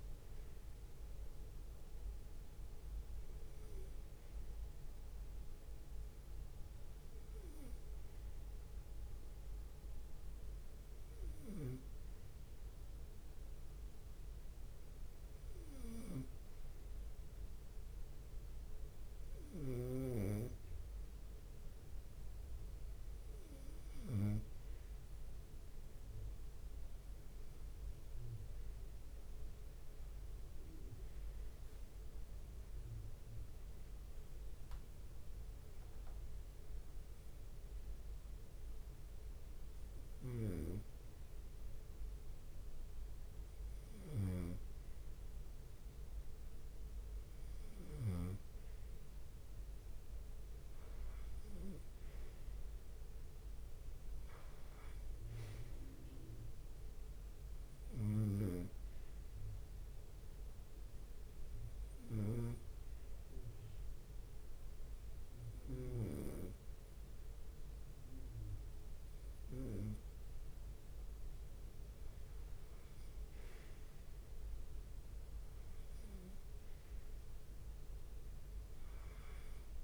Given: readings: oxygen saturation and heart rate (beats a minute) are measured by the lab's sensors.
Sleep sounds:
breathing in sleep by a room microphone; 3
0.00-16.50 s: bradycardia (device-marked)
1.50-2.50 s: leg movement (device-marked)
1.50-21.00 s: hypopnea (oxygen 95% before, 88% lowest)
24.50-72.50 s: oxygen desaturation (device-marked, oxygen 96% before, 88% lowest)
25.00-29.00 s: arousal
30.00-37.00 s: leg movement (device-marked)
34.50-47.50 s: hypopnea (oxygen 96% before, 88% lowest)
37.50-38.50 s: leg movement (device-marked)
43.50-45.00 s: leg movement (device-marked)
44.00-48.50 s: snoring (device-marked)
50.00-54.00 s: arousal
54.50-55.50 s: leg movement (device-marked)
58.00-69.50 s: hypopnea (oxygen 93% before, 88% lowest)
73.50-77.00 s: arousal
76.50-79.84 s: bradycardia (device-marked)
From the record:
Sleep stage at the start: REM sleep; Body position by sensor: on the right side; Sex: male

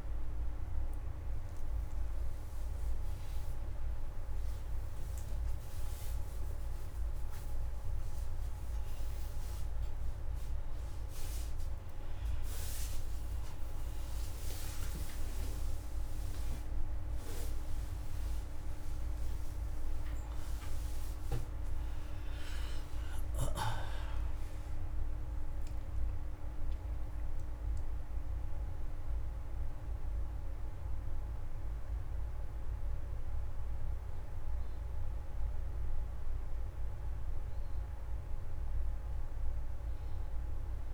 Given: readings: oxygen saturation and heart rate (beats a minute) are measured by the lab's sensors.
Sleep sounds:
a person awake in a sleep study, hard to hear, by a room microphone; none
9.50-18.50 s: oxygen desaturation (device-marked, oxygen 95% before, 92% lowest, heart rate 135 before, 124 extreme)
31.50-40.94 s: new sleep stage, N1 (lightest sleep)
From the record:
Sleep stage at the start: awake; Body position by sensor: on the back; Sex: male

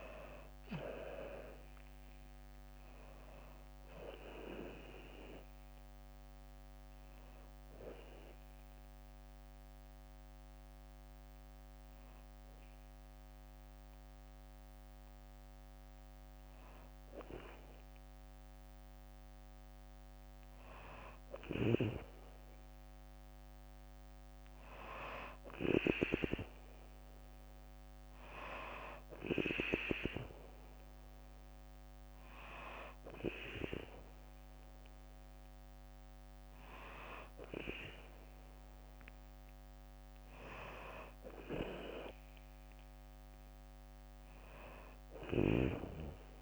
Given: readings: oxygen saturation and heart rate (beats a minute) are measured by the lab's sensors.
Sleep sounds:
breathing in sleep by a microphone on the trachea; 1
0.00-3.50 s: arousal
0.00-9.00 s: drop in pulse transit time (device-marked, heart rate 64 before, 63 extreme)
5.50-16.00 s: hypopnea (oxygen 96% before, 86% lowest, heart rate 66 before, 59 extreme, up 1 after)
9.00-20.00 s: bradycardia (device-marked, heart rate 67 before, 59 extreme)
18.50-22.00 s: arousal
39.00-46.42 s: drop in pulse transit time (device-marked, heart rate 61 before, 62 extreme)
41.00-45.00 s: arousal
From the record:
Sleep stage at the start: N2 (light sleep); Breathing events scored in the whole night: 197 in 5.3 hours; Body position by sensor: on the back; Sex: female

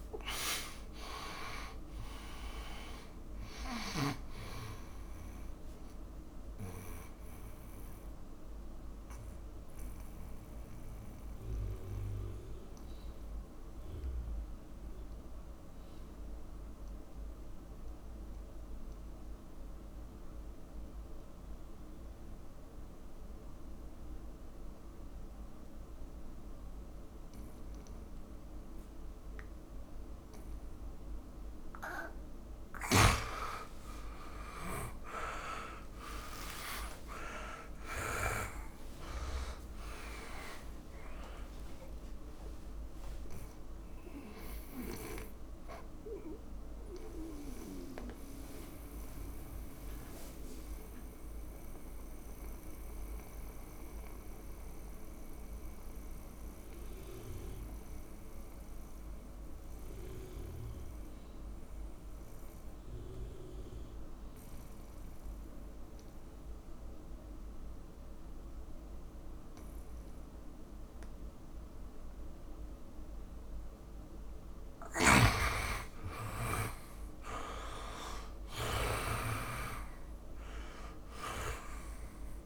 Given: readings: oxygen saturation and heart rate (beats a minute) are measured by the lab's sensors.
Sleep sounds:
breathing in sleep by a room microphone; 2
0.00-4.00 s: oxygen desaturation (device-marked, oxygen 93% lowest, heart rate 56 extreme)
7.00-31.50 s: mixed apnea (oxygen 100% before, 83% lowest, heart rate 64 before, 55 extreme)
10.00-28.00 s: oxygen desaturation (device-marked, oxygen 94% before, 84% lowest, heart rate 66 before, 55 extreme)
30.00-46.00 s: oxygen desaturation (device-marked, oxygen 100% before, 92% lowest, heart rate 61 before, 60 extreme)
33.50-38.50 s: arousal
34.00-42.00 s: tachycardia (device-marked, heart rate 66 before, 145 extreme)
47.00-74.50 s: mixed apnea (oxygen 100% before, 83% lowest, heart rate 90 before, 53 extreme, up 18 after)
48.00-65.00 s: oxygen desaturation (device-marked, oxygen 94% before, 83% lowest, heart rate 91 before, 53 extreme)
75.00-78.00 s: arousal
75.00-79.50 s: snoring (device-marked)
79.00-82.46 s: oxygen desaturation (device-marked, oxygen 100% before, 83% lowest, heart rate 61 before, 52 extreme)
From the record:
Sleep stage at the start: N2 (light sleep); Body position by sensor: on the back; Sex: male

